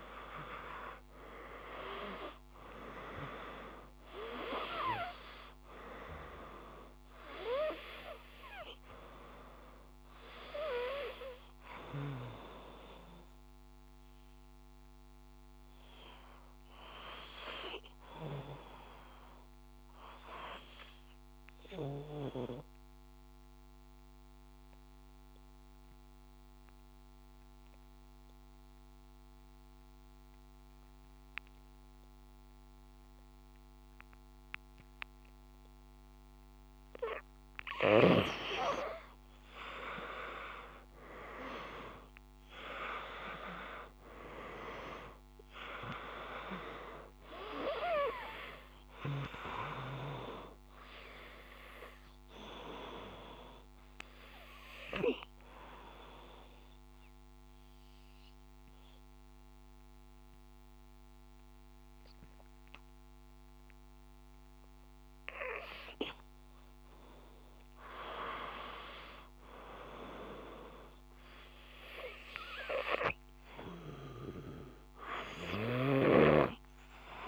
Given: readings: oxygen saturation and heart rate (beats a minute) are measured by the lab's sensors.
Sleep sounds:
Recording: breathing in sleep by a microphone on the trachea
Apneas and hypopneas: 2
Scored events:
0.50-6.00 s: arousal
14.00-26.00 s: oxygen desaturation (device-marked, oxygen 97% before, 91% lowest, heart rate 57 before, 55 extreme)
18.50-36.00 s: obstructive apnea (oxygen 97% before, 89% lowest, heart rate 57 before, 55 extreme, up 2 after)
41.00-72.00 s: oxygen desaturation (device-marked, oxygen 97% before, 89% lowest, heart rate 57 before, 55 extreme)
53.50-65.50 s: obstructive apnea (oxygen 97% before, 89% lowest, heart rate 57 before, 55 extreme, up 5 after)
68.00-71.50 s: arousal
From the record:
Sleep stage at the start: N2 (light sleep)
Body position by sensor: on the back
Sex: male

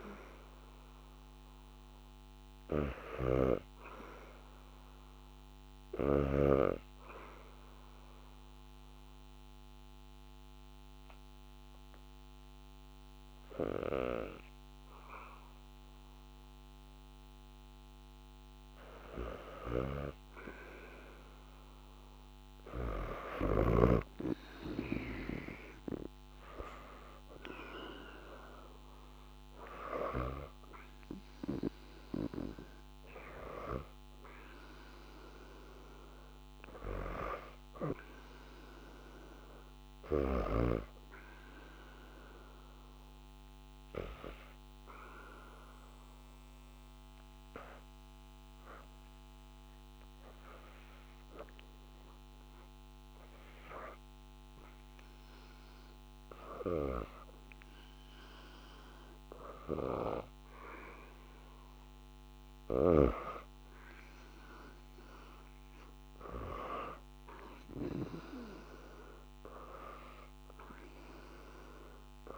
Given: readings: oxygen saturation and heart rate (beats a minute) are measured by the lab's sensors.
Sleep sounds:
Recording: breathing in sleep by a microphone on the trachea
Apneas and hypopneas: 2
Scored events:
1.50-24.50 s: oxygen desaturation (device-marked, oxygen 96% before, 89% lowest, heart rate 74 before, 74 extreme)
2.50-6.00 s: snoring (device-marked)
6.50-18.50 s: obstructive apnea (oxygen 97% before, 88% lowest, heart rate 74 before, 75 extreme, up 3 after)
19.00-23.50 s: snoring (device-marked)
22.50-25.00 s: arousal
32.50-48.50 s: oxygen desaturation (device-marked, oxygen 95% before, 88% lowest, heart rate 78 before, 77 extreme)
41.00-53.50 s: hypopnea (oxygen 95% before, 88% lowest, heart rate 82 before, 77 extreme, up 0 after)
55.50-59.50 s: arousal
From the record:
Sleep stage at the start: N2 (light sleep)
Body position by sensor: on the back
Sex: female

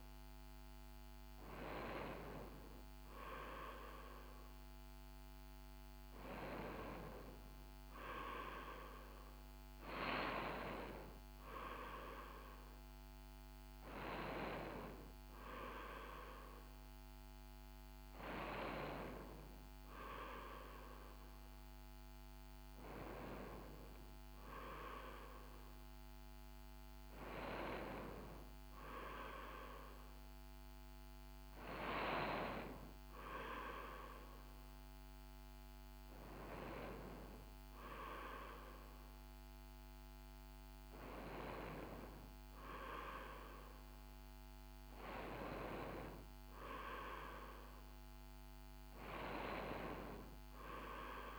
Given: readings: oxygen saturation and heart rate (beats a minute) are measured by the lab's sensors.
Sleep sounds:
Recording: breathing in sleep by a microphone on the trachea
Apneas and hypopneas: none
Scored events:
none scored
From the record:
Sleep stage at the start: N3 (deep sleep)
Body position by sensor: on the right side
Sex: female

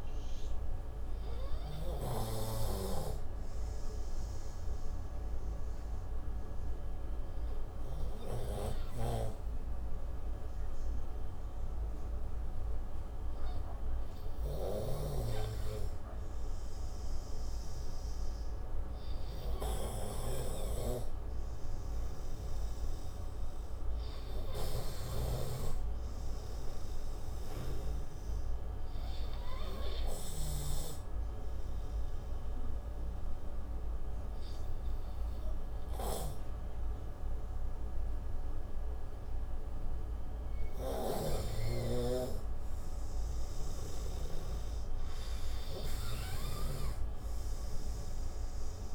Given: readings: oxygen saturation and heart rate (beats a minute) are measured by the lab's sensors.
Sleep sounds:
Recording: breathing in sleep by a room microphone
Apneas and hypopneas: 2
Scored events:
0.50-20.00 s: obstructive apnea (oxygen 94% before, 89% lowest, heart rate 77 before, 58 extreme, up 12 after)
22.50-25.50 s: arousal
24.50-41.50 s: oxygen desaturation (device-marked, oxygen 98% before, 94% lowest, heart rate 62 before, 59 extreme)
32.00-44.00 s: obstructive apnea (oxygen 98% before, 91% lowest, heart rate 66 before, 59 extreme, up 15 after)
From the record:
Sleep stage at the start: N2 (light sleep)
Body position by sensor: on the right side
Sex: male

